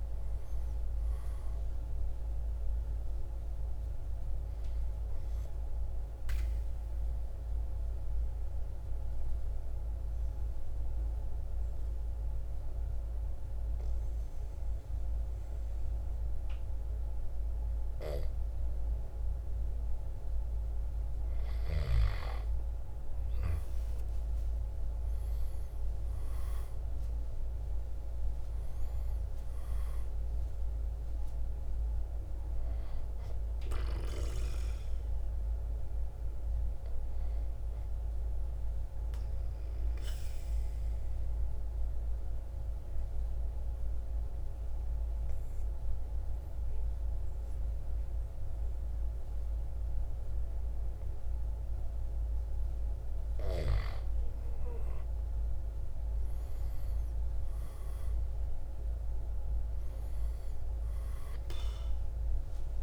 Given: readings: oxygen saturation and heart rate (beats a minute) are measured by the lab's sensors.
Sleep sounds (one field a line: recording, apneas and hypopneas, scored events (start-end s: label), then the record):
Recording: breathing in sleep, hard to hear, by a room microphone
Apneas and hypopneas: 2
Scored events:
1.50-17.50 s: oxygen desaturation (device-marked, oxygen 97% before, 92% lowest, heart rate 58 before, 53 extreme)
2.50-19.50 s: obstructive apnea (oxygen 97% before, 90% lowest, heart rate 58 before, 53 extreme, up 5 after)
22.00-25.50 s: arousal
26.50-46.50 s: oxygen desaturation (device-marked, oxygen 97% before, 90% lowest, heart rate 56 before, 53 extreme)
37.50-52.50 s: obstructive apnea (oxygen 97% before, 90% lowest, heart rate 57 before, 53 extreme, up 8 after)
55.00-59.00 s: arousal
57.50-62.83 s: oxygen desaturation (device-marked, oxygen 97% before, 91% lowest, heart rate 55 before, 52 extreme)
From the record:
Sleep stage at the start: N2 (light sleep)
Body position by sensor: on the right side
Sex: male